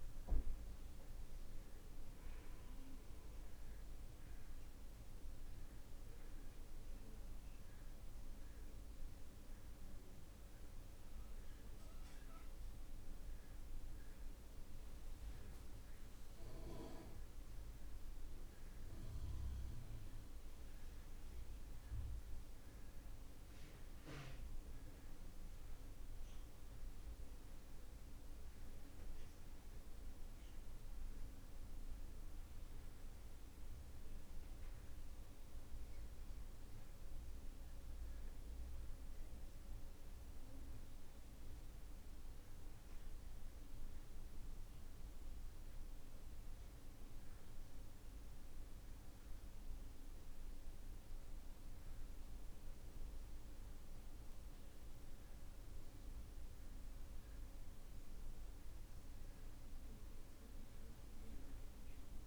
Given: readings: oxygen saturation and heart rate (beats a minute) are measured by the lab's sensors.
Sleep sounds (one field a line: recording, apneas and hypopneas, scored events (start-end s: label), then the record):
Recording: breathing in sleep, hard to hear, by a room microphone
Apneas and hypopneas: 1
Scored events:
44.00-54.00 s: hypopnea (oxygen 92% before, 89% lowest)
56.00-59.50 s: arousal
From the record:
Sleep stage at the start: N2 (light sleep)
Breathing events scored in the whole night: 334 in 5.8 hours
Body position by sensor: on the back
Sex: male